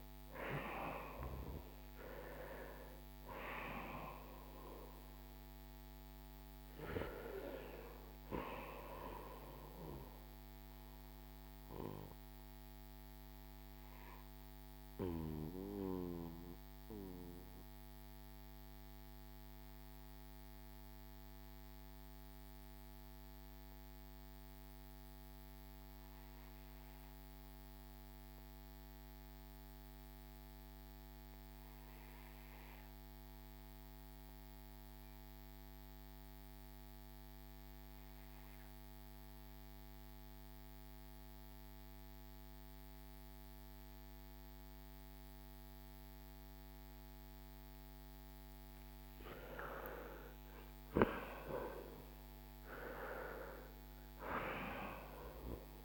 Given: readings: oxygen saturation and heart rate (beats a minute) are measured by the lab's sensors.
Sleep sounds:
breathing in sleep by a microphone on the trachea; 1
0.00-1.00 s: arousal
0.00-32.50 s: oxygen desaturation (device-marked, oxygen 72% lowest, heart rate 54 extreme)
11.00-48.00 s: obstructive apnea (oxygen 87% before, 72% lowest, heart rate 69 before, 52 extreme, up 4 after)
39.50-55.85 s: new sleep stage, N2 (light sleep)
44.50-55.85 s: oxygen desaturation (device-marked, oxygen 97% before, 80% lowest, heart rate 55 before, 47 extreme)
49.00-54.50 s: arousal
From the record:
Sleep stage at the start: REM sleep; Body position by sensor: on the back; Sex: male

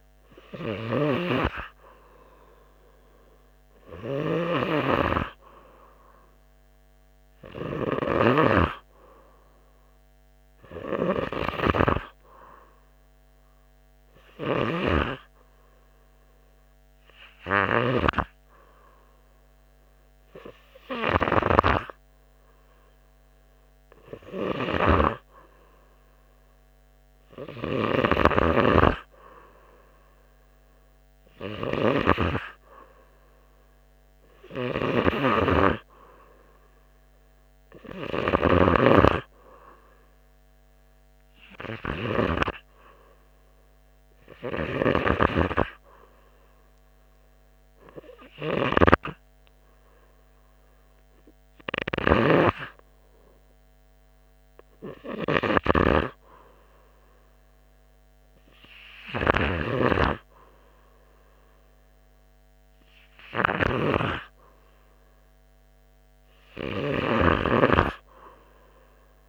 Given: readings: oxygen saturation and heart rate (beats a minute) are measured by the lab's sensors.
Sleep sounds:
breathing in sleep by a microphone on the trachea; none
35.00-39.00 s: snoring (device-marked)
From the record:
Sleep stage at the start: N2 (light sleep); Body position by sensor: on the right side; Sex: male

